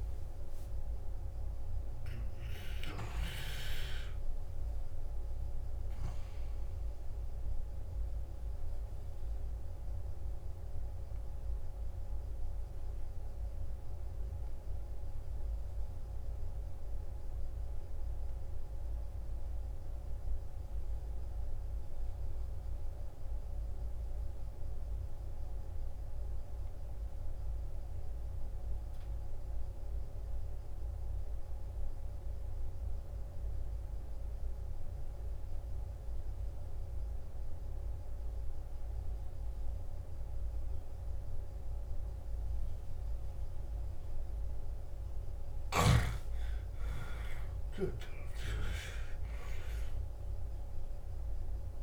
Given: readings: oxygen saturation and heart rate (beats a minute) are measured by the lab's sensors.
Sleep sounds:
breathing in sleep by a room microphone; 1
0.00-22.50 s: oxygen desaturation (device-marked, oxygen 89% lowest, heart rate 53 extreme)
11.00-45.50 s: obstructive apnea (oxygen 96% before, 88% lowest, heart rate 64 before, 53 extreme, up 13 after)
37.50-51.83 s: oxygen desaturation (device-marked, oxygen 97% before, 88% lowest, heart rate 54 before, 53 extreme)
47.00-50.00 s: arousal
From the record:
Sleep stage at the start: N2 (light sleep); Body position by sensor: on the back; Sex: male

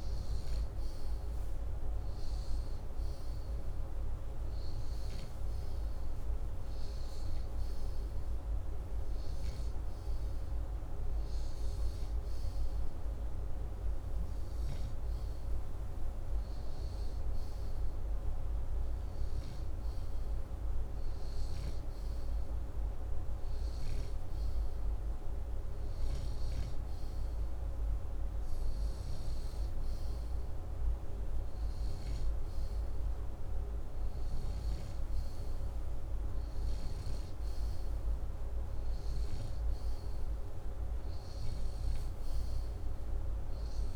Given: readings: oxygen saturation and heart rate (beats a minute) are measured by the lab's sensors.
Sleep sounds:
breathing in sleep, hard to hear, by a room microphone; none
none scored
From the record:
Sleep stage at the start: N2 (light sleep); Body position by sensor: upright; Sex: male

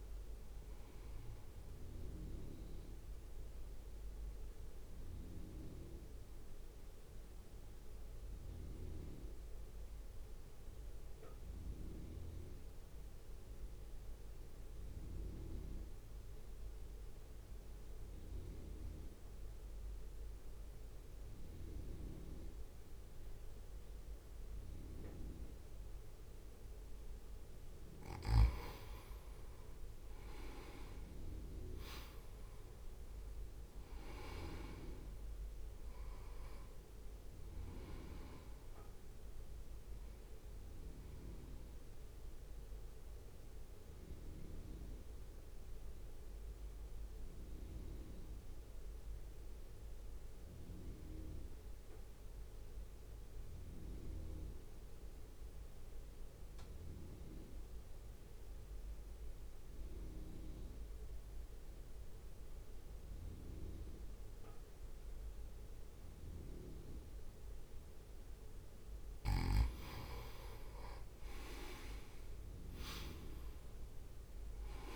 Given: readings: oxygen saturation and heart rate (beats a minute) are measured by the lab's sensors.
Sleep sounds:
breathing in sleep by a room microphone; 2
0.00-16.50 s: oxygen desaturation (device-marked, oxygen 93% lowest, heart rate 57 extreme)
3.00-27.50 s: mixed apnea (oxygen 98% before, 89% lowest, heart rate 67 before, 57 extreme, up 1 after)
27.50-56.50 s: oxygen desaturation (device-marked, oxygen 97% before, 90% lowest, heart rate 64 before, 56 extreme)
29.50-34.00 s: arousal
33.50-44.50 s: drop in pulse transit time (device-marked, heart rate 65 before, 57 extreme)
41.50-67.50 s: central apnea (oxygen 97% before, 89% lowest, heart rate 63 before, 55 extreme, up 3 after)
68.50-74.96 s: oxygen desaturation (device-marked, oxygen 98% before, 89% lowest, heart rate 67 before, 55 extreme)
72.50-74.96 s: arousal
From the record:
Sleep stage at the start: N2 (light sleep); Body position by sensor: on the right side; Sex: male

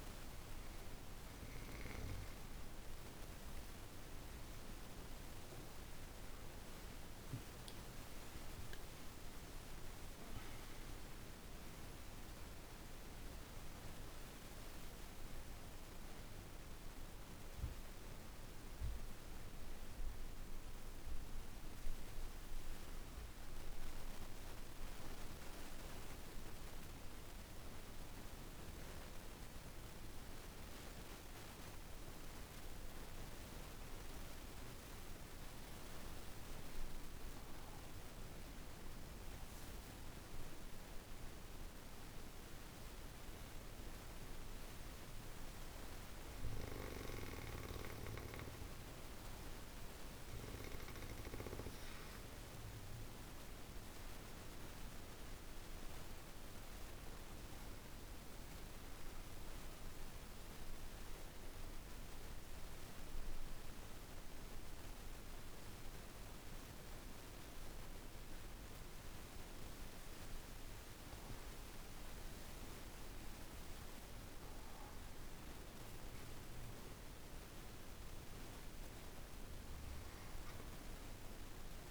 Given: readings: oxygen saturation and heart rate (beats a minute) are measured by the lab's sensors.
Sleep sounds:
breathing in sleep, hard to hear, by a room microphone; 2
0.00-8.00 s: oxygen desaturation (device-marked, oxygen 91% lowest, heart rate 51 extreme)
7.50-11.50 s: arousal
23.00-36.00 s: obstructive apnea (oxygen 98% before, 86% lowest, heart rate 66 before, 51 extreme, up 12 after)
34.00-63.00 s: oxygen desaturation (device-marked, oxygen 98% before, 86% lowest, heart rate 52 before, 50 extreme)
37.50-41.00 s: arousal
60.50-74.50 s: obstructive apnea (oxygen 98% before, 88% lowest, heart rate 56 before, 47 extreme, up 1 after)
77.00-81.91 s: oxygen desaturation (device-marked, oxygen 98% before, 88% lowest, heart rate 52 before, 47 extreme)
78.00-81.91 s: arousal
From the record:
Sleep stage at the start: N2 (light sleep); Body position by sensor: on the back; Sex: female

